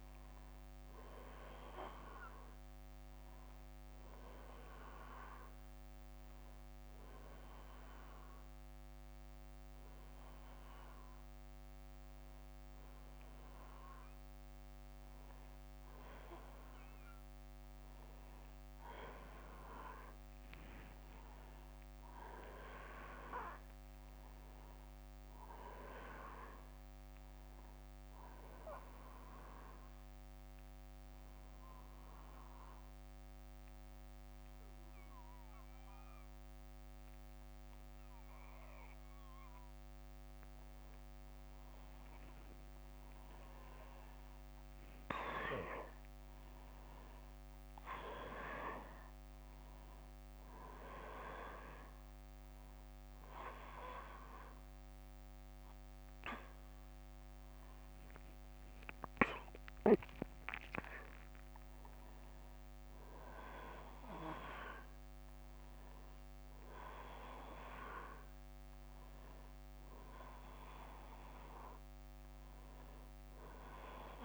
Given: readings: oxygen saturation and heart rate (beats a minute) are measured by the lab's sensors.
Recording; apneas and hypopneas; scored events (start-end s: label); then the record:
breathing in sleep by a microphone on the trachea; 2
0.00-7.00 s: oxygen desaturation (device-marked, oxygen 91% lowest, heart rate 65 extreme)
2.50-15.00 s: hypopnea (oxygen 95% before, 92% lowest, heart rate 74 before, 63 extreme, up 2 after)
17.50-20.50 s: arousal
22.00-40.00 s: oxygen desaturation (device-marked, oxygen 96% before, 92% lowest, heart rate 66 before, 28 extreme)
30.00-42.00 s: obstructive apnea (oxygen 96% before, 92% lowest, heart rate 67 before, 28 extreme, up 7 after)
43.50-47.50 s: arousal
From the record:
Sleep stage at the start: N1 (lightest sleep); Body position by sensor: on the back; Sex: male